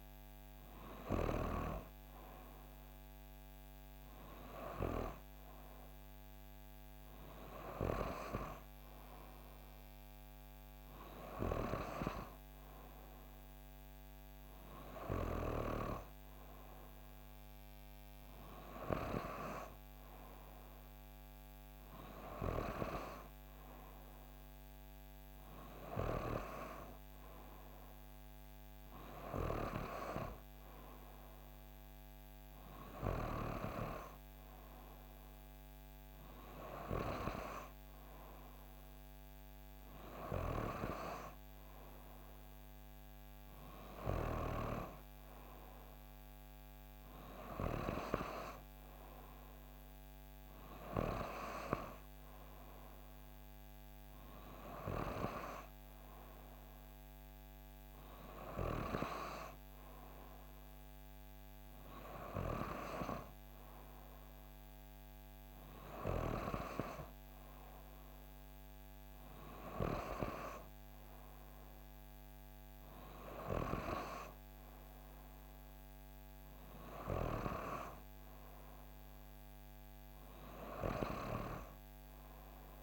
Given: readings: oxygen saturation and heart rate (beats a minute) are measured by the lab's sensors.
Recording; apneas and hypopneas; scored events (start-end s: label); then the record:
breathing in sleep by a microphone on the trachea; none
none scored
From the record:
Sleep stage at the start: N3 (deep sleep); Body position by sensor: on the back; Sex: female